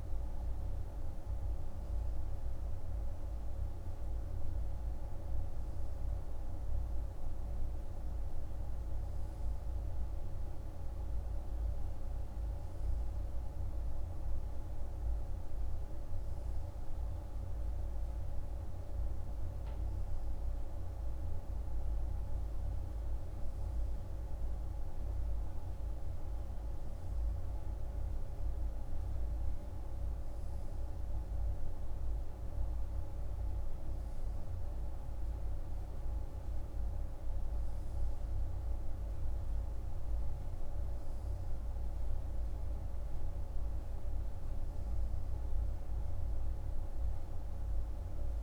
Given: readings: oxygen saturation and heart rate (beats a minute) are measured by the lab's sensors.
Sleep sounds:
breathing in sleep, hard to hear, by a room microphone; none
none scored
From the record:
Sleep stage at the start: N2 (light sleep); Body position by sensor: on the right side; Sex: male

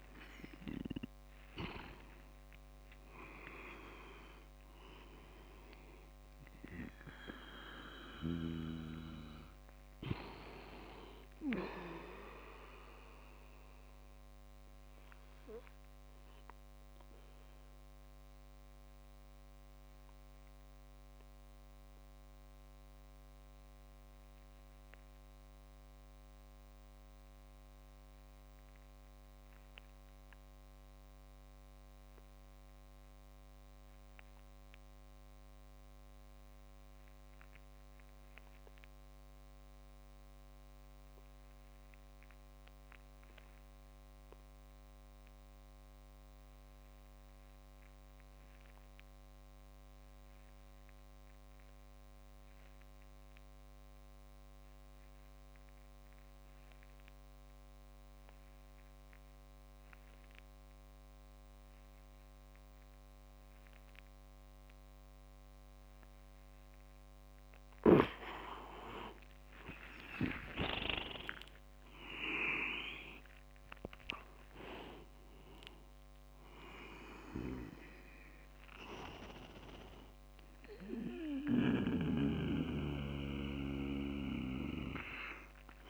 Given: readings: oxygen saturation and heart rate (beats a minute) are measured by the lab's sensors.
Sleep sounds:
breathing in sleep by a microphone on the trachea; 1
0.00-3.00 s: arousal
0.00-29.50 s: oxygen desaturation (device-marked, oxygen 79% lowest)
13.00-65.50 s: obstructive apnea (oxygen 91% before, 79% lowest)
47.50-84.50 s: oxygen desaturation (device-marked, oxygen 99% before, 87% lowest)
68.50-73.00 s: arousal
70.00-75.50 s: leg movement (device-marked)
From the record:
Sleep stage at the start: N2 (light sleep); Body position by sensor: on the back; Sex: male

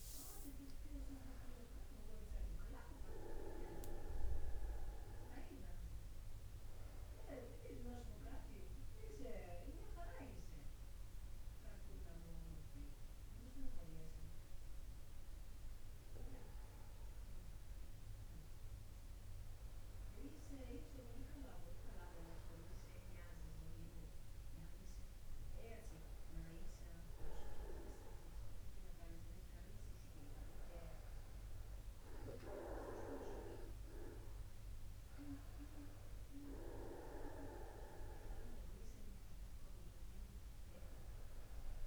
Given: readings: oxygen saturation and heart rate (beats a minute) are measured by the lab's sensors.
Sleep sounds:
a person awake in a sleep study, by a room microphone; none
0.50-2.50 s: long interval between heartbeats (device-marked, heart rate 50 before, 58 extreme)
From the record:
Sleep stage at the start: awake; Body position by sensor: upright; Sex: male

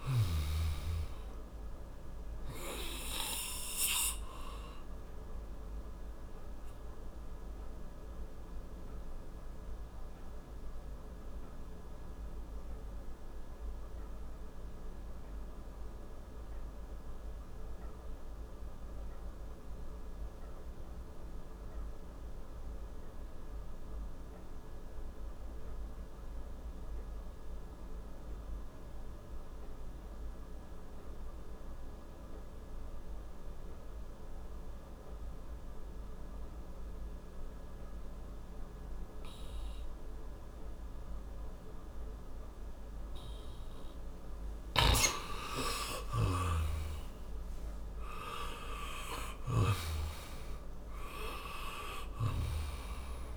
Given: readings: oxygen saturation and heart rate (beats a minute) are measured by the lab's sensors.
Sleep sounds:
breathing in sleep by a room microphone; 1
0.00-27.50 s: oxygen desaturation (device-marked, oxygen 84% lowest, heart rate 55 extreme)
7.00-43.00 s: obstructive apnea (oxygen 97% before, 84% lowest, heart rate 70 before, 55 extreme, up 21 after)
45.00-49.50 s: arousal
From the record:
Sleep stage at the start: N2 (light sleep); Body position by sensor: on the back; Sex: male

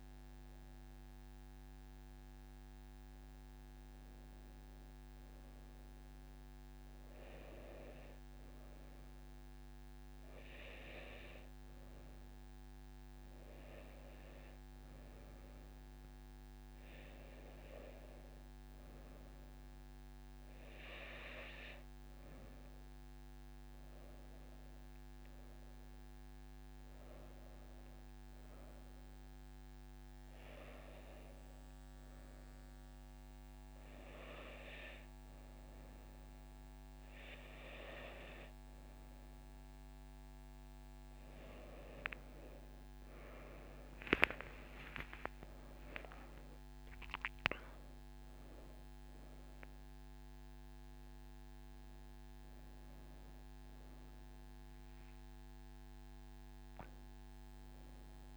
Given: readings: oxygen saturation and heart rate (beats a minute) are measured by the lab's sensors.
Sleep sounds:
breathing in sleep by a microphone on the trachea; none
57.50-58.37 s: new sleep stage, awake
From the record:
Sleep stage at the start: N2 (light sleep); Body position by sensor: on the right side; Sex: female

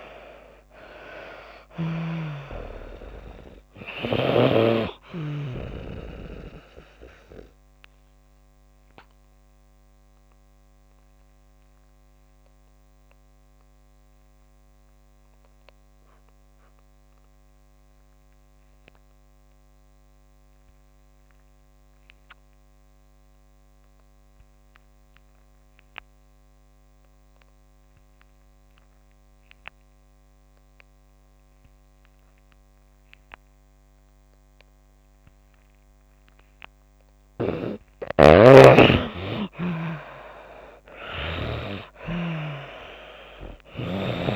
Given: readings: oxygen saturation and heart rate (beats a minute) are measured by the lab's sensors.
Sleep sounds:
breathing in sleep by a microphone on the trachea; 1
0.00-29.00 s: oxygen desaturation (device-marked, oxygen 77% lowest)
7.00-36.50 s: obstructive apnea (oxygen 96% before, 77% lowest)
39.50-42.50 s: arousal
43.00-44.36 s: oxygen desaturation (device-marked, oxygen 97% before, 80% lowest)
From the record:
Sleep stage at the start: N2 (light sleep); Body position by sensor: on the back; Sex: female

